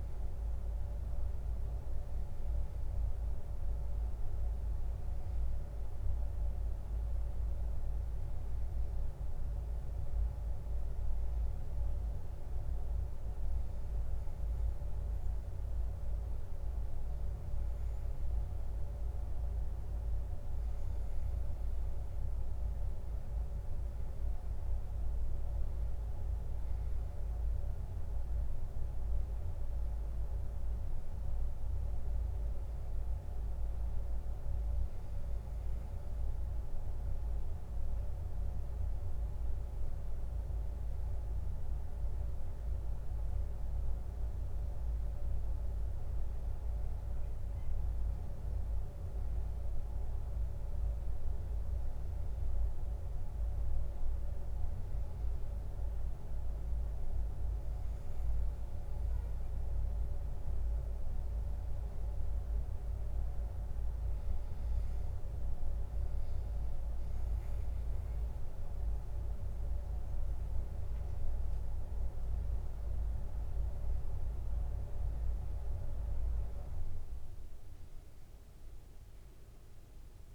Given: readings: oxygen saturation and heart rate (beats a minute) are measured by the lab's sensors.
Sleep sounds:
breathing in sleep, hard to hear, by a room microphone; 1
6.00-9.00 s: arousal
12.00-22.50 s: hypopnea (oxygen 94% before, 92% lowest, heart rate 84 before, 79 extreme, up 2 after)
23.00-25.50 s: arousal
53.00-80.35 s: new sleep stage, N2 (light sleep)
From the record:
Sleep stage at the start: N1 (lightest sleep); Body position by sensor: on the back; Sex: male

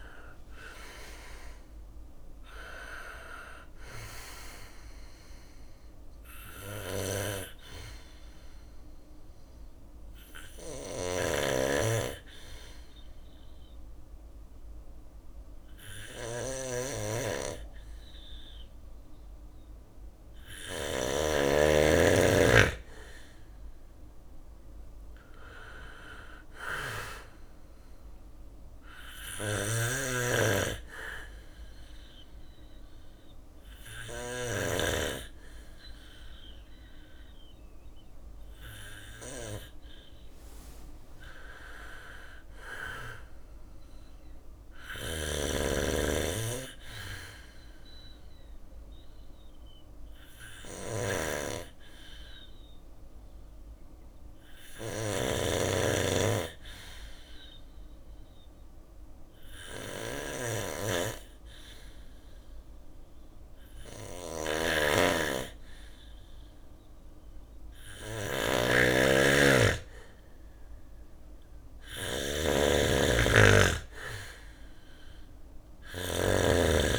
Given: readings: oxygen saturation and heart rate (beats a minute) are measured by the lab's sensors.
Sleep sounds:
breathing in sleep by a room microphone; 3
4.50-18.50 s: obstructive apnea (oxygen 96% before, 93% lowest, heart rate 62 before, 58 extreme, up 5 after)
5.50-11.50 s: bradycardia (device-marked, heart rate 61 before, 58 extreme)
9.50-20.00 s: snoring (device-marked)
20.50-23.50 s: arousal
27.00-38.00 s: obstructive apnea (oxygen 97% before, 93% lowest, heart rate 61 before, 58 extreme, up 4 after)
28.50-33.50 s: snoring (device-marked)
28.50-36.50 s: bradycardia (device-marked, heart rate 61 before, 58 extreme)
43.50-47.00 s: arousal
43.50-52.50 s: bradycardia (device-marked, heart rate 61 before, 58 extreme)
44.00-76.99 s: snoring (device-marked)
49.50-67.50 s: obstructive apnea (oxygen 98% before, 93% lowest, heart rate 60 before, 58 extreme, up 4 after)
58.50-64.50 s: bradycardia (device-marked, heart rate 61 before, 59 extreme)
70.00-73.50 s: arousal
71.50-76.99 s: oxygen desaturation (device-marked, oxygen 97% before, 93% lowest, heart rate 60 before, 56 extreme)
From the record:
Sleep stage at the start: N2 (light sleep); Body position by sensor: on the back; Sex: male

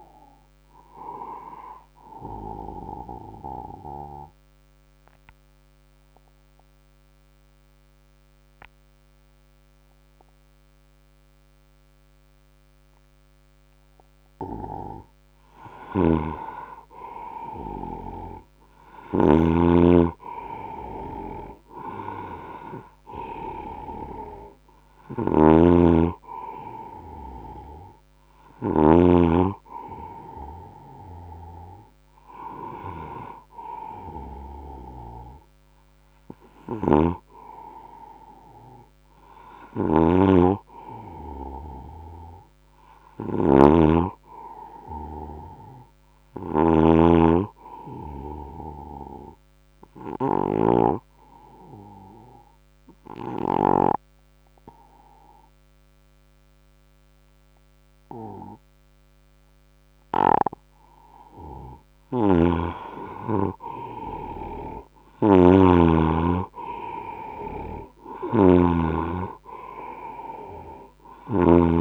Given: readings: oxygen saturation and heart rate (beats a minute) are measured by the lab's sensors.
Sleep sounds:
breathing in sleep by a microphone on the trachea; 2
3.00-15.00 s: obstructive apnea (oxygen 97% before, 92% lowest, heart rate 82 before, 70 extreme, up 8 after)
15.50-28.50 s: snoring (device-marked)
17.00-20.00 s: arousal
20.00-36.00 s: oxygen desaturation (device-marked, oxygen 98% before, 93% lowest, heart rate 76 before, 66 extreme)
36.50-53.50 s: snoring (device-marked)
43.50-46.00 s: arousal
48.00-60.00 s: obstructive apnea (oxygen 98% before, 92% lowest, heart rate 78 before, 66 extreme, up 16 after)
61.50-64.50 s: arousal
61.50-71.81 s: snoring (device-marked)
67.00-71.81 s: oxygen desaturation (device-marked, oxygen 96% before, 92% lowest, heart rate 75 before, 69 extreme)
From the record:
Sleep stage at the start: N2 (light sleep); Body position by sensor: on the right side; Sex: male

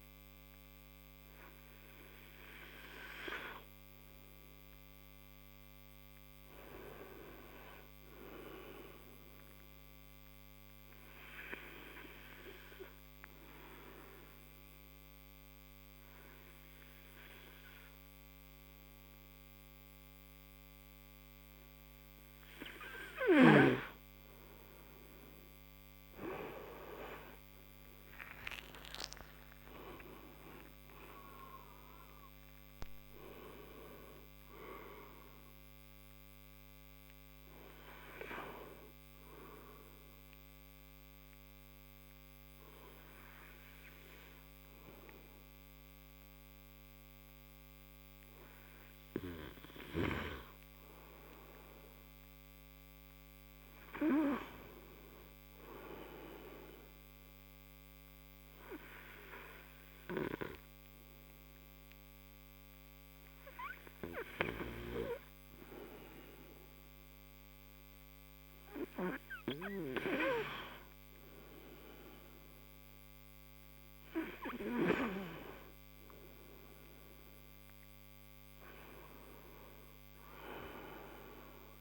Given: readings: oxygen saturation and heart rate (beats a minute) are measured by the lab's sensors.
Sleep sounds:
breathing in sleep by a microphone on the trachea; 3
0.00-12.00 s: oxygen desaturation (device-marked, oxygen 94% lowest)
9.50-23.00 s: obstructive apnea (oxygen 97% before, 92% lowest)
28.00-32.50 s: arousal
39.50-50.00 s: obstructive apnea (oxygen 95% before, 93% lowest)
51.50-54.50 s: arousal
57.50-69.50 s: hypopnea (oxygen 98% before, 93% lowest)
72.50-75.50 s: arousal
75.00-81.81 s: oxygen desaturation (device-marked, oxygen 97% before, 93% lowest)
From the record:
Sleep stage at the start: N2 (light sleep); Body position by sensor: on the right side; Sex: male

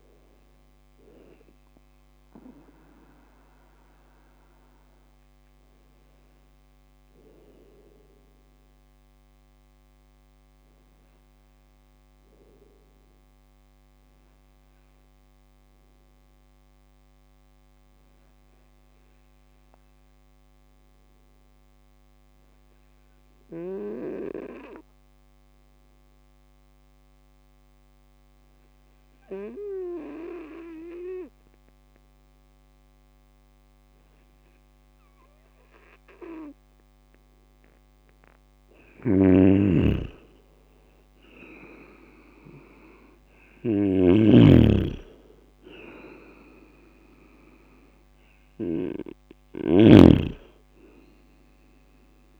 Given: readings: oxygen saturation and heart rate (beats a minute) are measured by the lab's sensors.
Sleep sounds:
breathing in sleep by a microphone on the trachea; 1
17.00-36.50 s: hypopnea (oxygen 100% before, 96% lowest, heart rate 65 before, 55 extreme, up 5 after)
38.50-43.50 s: snoring (device-marked)
40.50-44.00 s: arousal
From the record:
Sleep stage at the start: N2 (light sleep); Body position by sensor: on the right side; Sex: male

